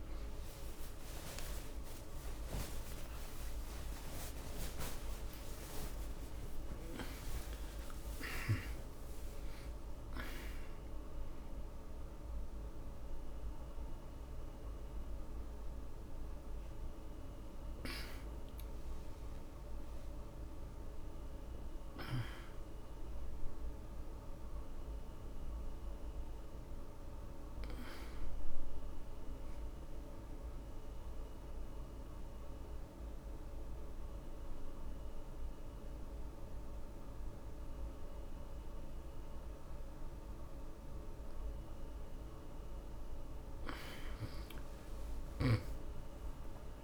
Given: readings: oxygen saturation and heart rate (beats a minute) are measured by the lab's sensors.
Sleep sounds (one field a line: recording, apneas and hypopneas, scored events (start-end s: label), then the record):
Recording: a person awake in a sleep study, by a room microphone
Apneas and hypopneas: none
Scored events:
0.00-17.50 s: oxygen desaturation (device-marked, oxygen 84% lowest)
40.50-46.84 s: oxygen desaturation (device-marked, oxygen 97% before, 92% lowest)
From the record:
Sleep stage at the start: awake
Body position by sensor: on the back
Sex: male